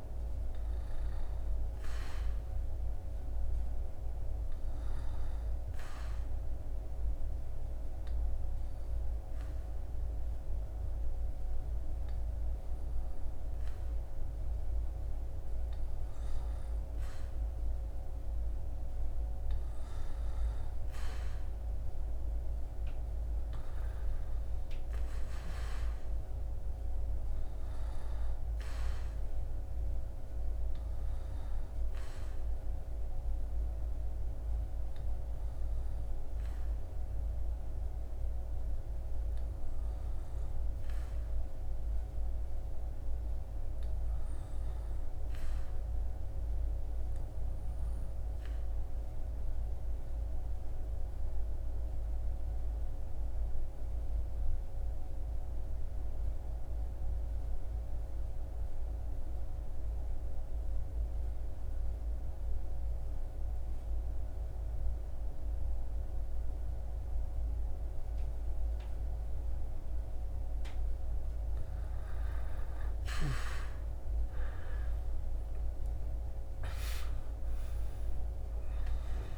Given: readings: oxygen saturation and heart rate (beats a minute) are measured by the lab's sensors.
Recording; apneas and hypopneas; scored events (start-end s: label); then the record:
breathing in sleep, hard to hear, by a room microphone; 2
7.00-17.00 s: obstructive apnea (oxygen 98% before, 97% lowest, heart rate 75 before, 69 extreme, up 8 after)
20.50-26.00 s: arousal
48.00-69.50 s: obstructive apnea (oxygen 98% before, 91% lowest, heart rate 73 before, 65 extreme, up 18 after)
72.50-78.00 s: arousal
From the record:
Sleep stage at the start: N1 (lightest sleep); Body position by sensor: on the back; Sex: male